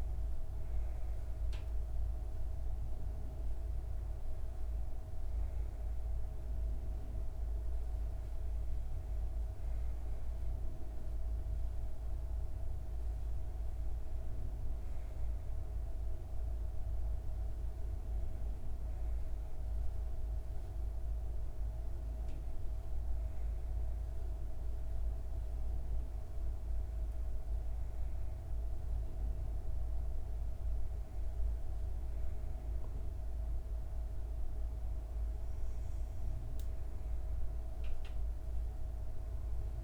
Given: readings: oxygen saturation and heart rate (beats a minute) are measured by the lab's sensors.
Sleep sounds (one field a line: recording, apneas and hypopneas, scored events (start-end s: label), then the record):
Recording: breathing in sleep, hard to hear, by a room microphone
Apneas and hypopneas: none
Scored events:
none scored
From the record:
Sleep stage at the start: N2 (light sleep)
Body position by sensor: on the back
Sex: female